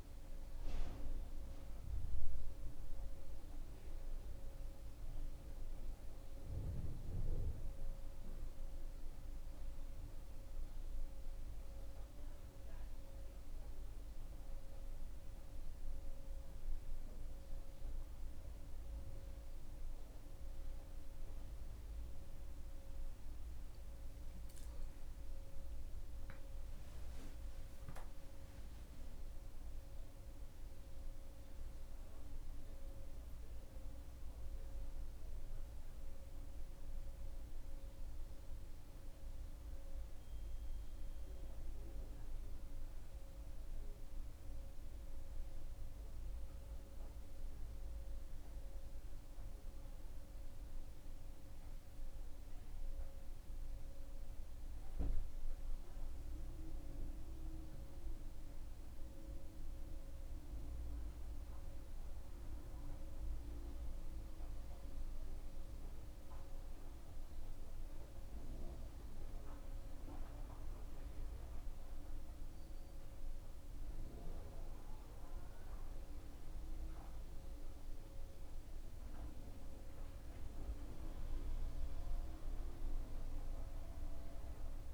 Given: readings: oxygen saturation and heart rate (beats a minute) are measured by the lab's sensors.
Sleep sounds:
breathing in sleep by a room microphone; none
none scored
From the record:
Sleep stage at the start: N2 (light sleep); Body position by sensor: on the back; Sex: male

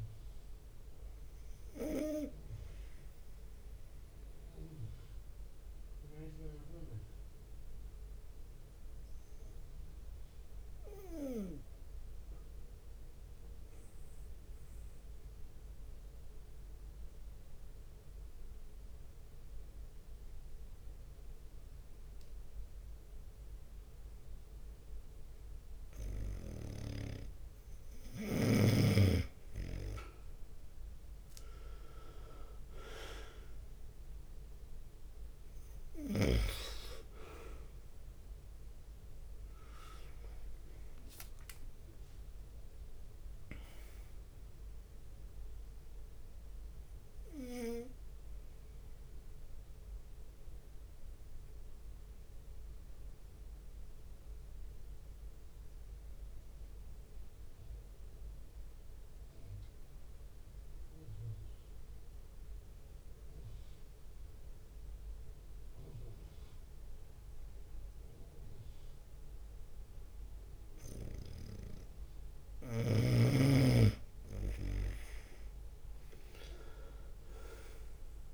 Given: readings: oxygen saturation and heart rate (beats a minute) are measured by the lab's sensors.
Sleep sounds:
breathing in sleep by a room microphone; 2
0.00-16.00 s: oxygen desaturation (device-marked, oxygen 94% lowest)
0.00-78.33 s: bradycardia (device-marked)
3.50-5.50 s: long interval between heartbeats (device-marked)
3.50-27.00 s: obstructive apnea (oxygen 98% before, 93% lowest)
14.00-16.00 s: long interval between heartbeats (device-marked)
23.50-25.50 s: long interval between heartbeats (device-marked)
30.00-34.50 s: arousal
32.00-59.00 s: oxygen desaturation (device-marked, oxygen 98% before, 93% lowest)
33.00-35.00 s: long interval between heartbeats (device-marked)
41.50-43.50 s: long interval between heartbeats (device-marked)
45.50-71.50 s: obstructive apnea (oxygen 98% before, 93% lowest)
51.50-53.50 s: long interval between heartbeats (device-marked)
60.00-62.00 s: long interval between heartbeats (device-marked)
66.50-69.00 s: leg movement (device-marked)
73.00-74.50 s: leg movement (device-marked)
73.50-75.50 s: long interval between heartbeats (device-marked)
73.50-78.33 s: arousal
75.00-78.00 s: leg movement (device-marked)
75.00-78.33 s: oxygen desaturation (device-marked, oxygen 98% before, 93% lowest)
From the record:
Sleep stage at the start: N2 (light sleep); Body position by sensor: on the right side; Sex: male

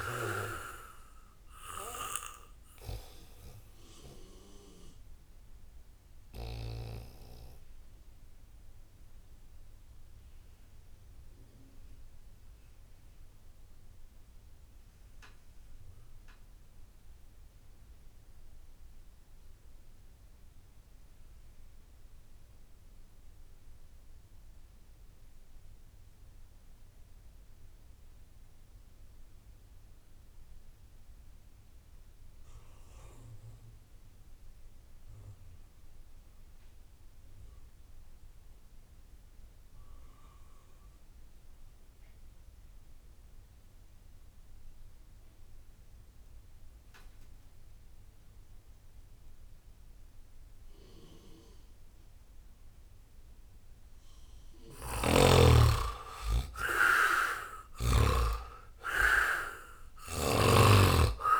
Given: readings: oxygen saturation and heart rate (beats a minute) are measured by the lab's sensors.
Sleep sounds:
breathing in sleep by a room microphone; 1
0.00-13.50 s: oxygen desaturation (device-marked, oxygen 68% lowest, heart rate 63 extreme)
2.00-55.00 s: mixed apnea (oxygen 93% before, 62% lowest, heart rate 72 before, 64 extreme, up 23 after)
28.50-61.40 s: oxygen desaturation (device-marked, oxygen 98% before, 62% lowest, heart rate 80 before, 64 extreme)
56.50-60.00 s: arousal
From the record:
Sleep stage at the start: N2 (light sleep); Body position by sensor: on the back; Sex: male

